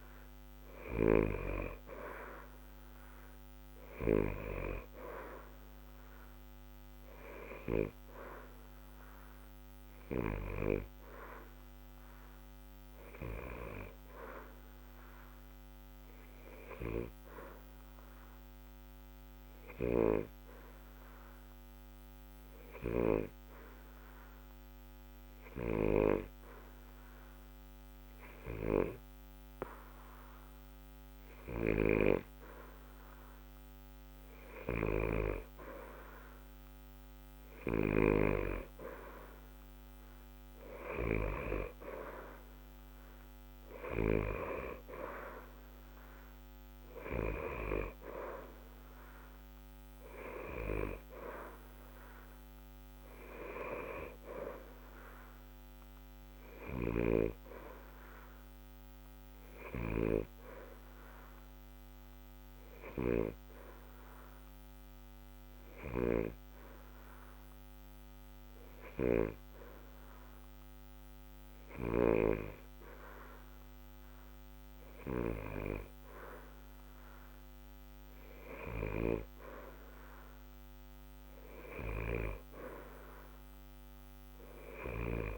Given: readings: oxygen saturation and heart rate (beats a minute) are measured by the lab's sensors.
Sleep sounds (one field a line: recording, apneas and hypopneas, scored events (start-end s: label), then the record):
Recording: breathing in sleep by a microphone on the trachea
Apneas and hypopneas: 2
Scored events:
16.00-32.50 s: obstructive apnea (oxygen 91% before, 88% lowest, heart rate 60 before, 60 extreme, up 0 after)
34.00-37.00 s: arousal
60.00-74.50 s: obstructive apnea (oxygen 91% before, 88% lowest, heart rate 60 before, 60 extreme, up 0 after)
77.00-81.00 s: arousal
From the record:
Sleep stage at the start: N2 (light sleep)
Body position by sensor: on the back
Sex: male